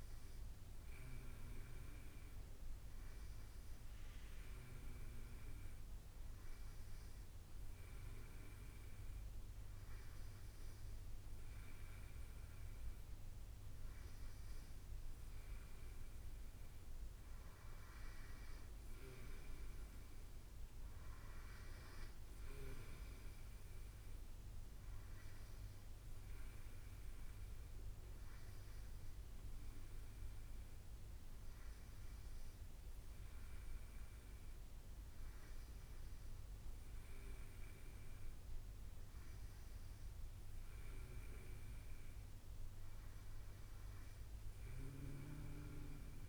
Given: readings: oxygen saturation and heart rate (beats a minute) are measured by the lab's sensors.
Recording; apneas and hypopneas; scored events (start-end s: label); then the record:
breathing in sleep, hard to hear, by a room microphone; none
none scored
From the record:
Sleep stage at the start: N2 (light sleep); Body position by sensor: on the right side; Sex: male